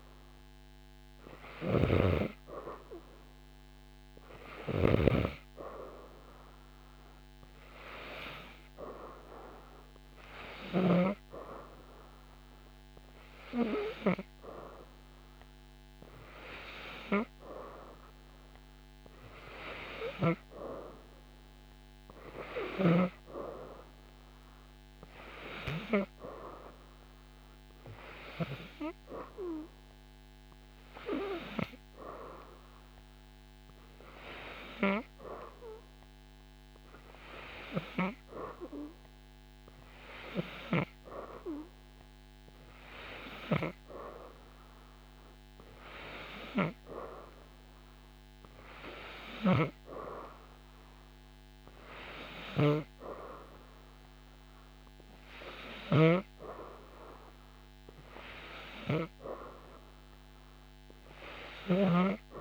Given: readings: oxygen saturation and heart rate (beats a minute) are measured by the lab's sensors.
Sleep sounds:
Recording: breathing in sleep by a microphone on the trachea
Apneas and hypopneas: none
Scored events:
none scored
From the record:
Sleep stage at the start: N3 (deep sleep)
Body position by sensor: upright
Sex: female

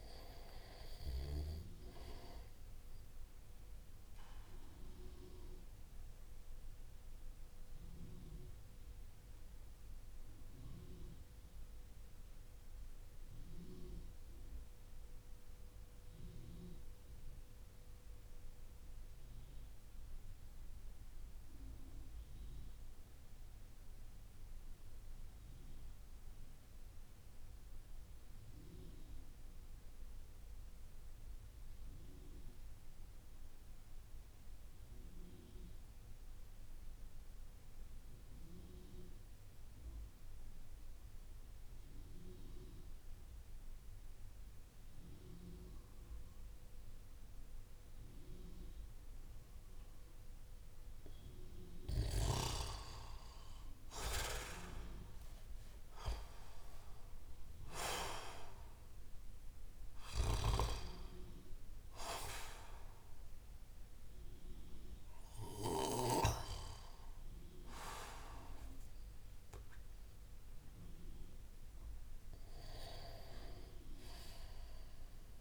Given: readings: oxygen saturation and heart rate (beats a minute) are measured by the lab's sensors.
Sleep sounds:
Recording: breathing in sleep by a room microphone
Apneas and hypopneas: 1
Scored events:
3.50-50.50 s: mixed apnea (oxygen 97% before, 88% lowest)
9.00-20.00 s: oxygen desaturation (device-marked, oxygen 93% before, 90% lowest)
39.00-75.41 s: oxygen desaturation (device-marked, oxygen 98% before, 88% lowest)
52.50-56.50 s: arousal
59.50-66.00 s: snoring (device-marked)
From the record:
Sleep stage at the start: N2 (light sleep)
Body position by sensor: on the back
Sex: male

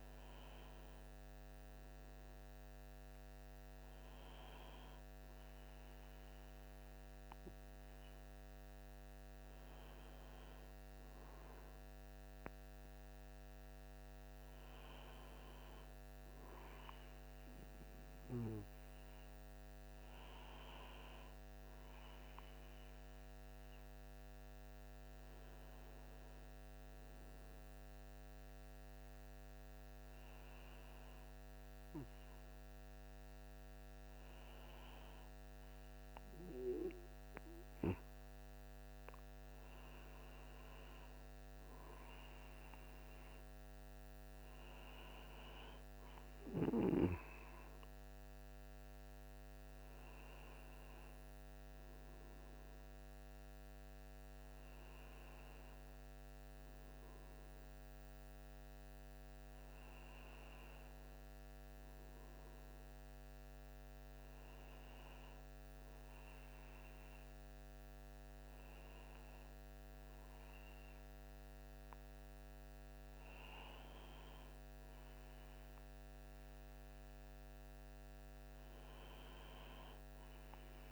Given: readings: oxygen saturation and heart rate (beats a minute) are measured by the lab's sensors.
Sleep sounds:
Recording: breathing in sleep, hard to hear, by a microphone on the trachea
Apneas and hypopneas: none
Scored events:
21.00-80.92 s: new sleep stage, N2 (light sleep)
From the record:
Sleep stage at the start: N1 (lightest sleep)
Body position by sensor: on the right side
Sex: male

